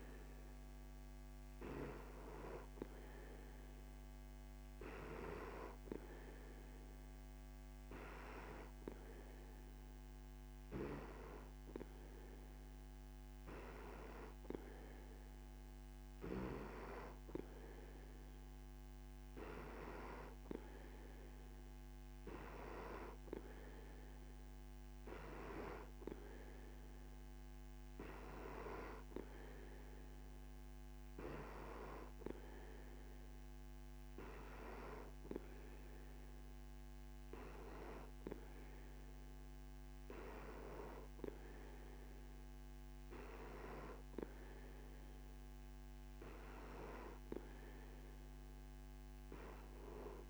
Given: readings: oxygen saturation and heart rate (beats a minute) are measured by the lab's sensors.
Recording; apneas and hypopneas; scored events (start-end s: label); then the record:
breathing in sleep by a microphone on the trachea; none
none scored
From the record:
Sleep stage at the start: N2 (light sleep); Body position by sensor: on the back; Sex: male